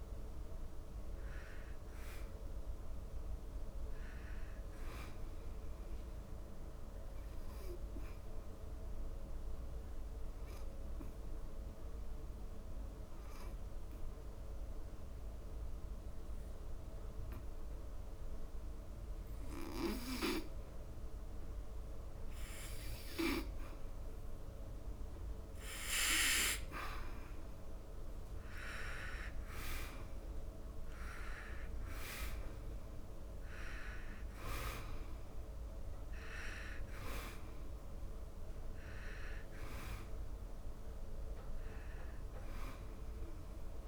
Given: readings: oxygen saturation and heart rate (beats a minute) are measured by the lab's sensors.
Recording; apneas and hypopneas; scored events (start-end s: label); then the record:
breathing in sleep by a room microphone; 1
7.00-26.50 s: obstructive apnea (oxygen 92% before, 86% lowest, heart rate 85 before, 72 extreme, up 9 after)
28.00-43.88 s: oxygen desaturation (device-marked, oxygen 98% before, 90% lowest, heart rate 77 before, 73 extreme)
28.50-32.00 s: arousal
From the record:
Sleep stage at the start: N2 (light sleep); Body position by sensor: on the back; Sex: male